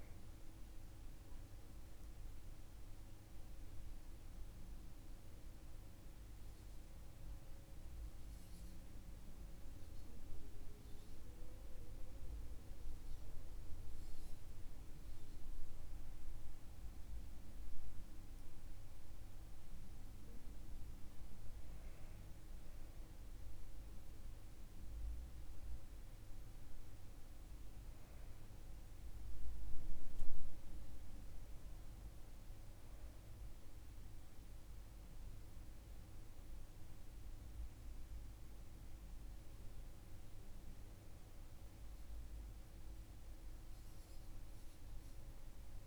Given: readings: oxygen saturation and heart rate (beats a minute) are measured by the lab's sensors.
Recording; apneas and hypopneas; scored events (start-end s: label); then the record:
breathing in sleep, hard to hear, by a room microphone; none
none scored
From the record:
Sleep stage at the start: N1 (lightest sleep); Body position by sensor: on the back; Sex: male